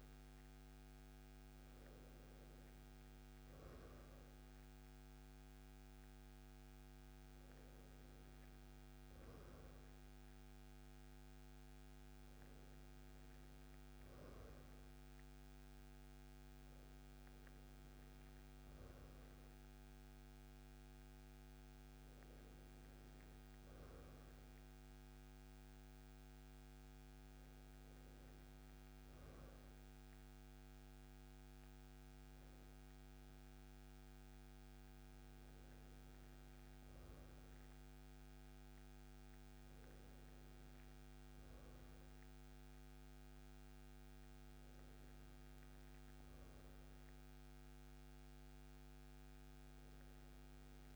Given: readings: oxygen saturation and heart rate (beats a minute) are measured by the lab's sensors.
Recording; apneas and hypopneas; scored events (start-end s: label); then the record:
breathing in sleep, hard to hear, by a microphone on the trachea; none
none scored
From the record:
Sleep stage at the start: N2 (light sleep); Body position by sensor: on the right side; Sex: male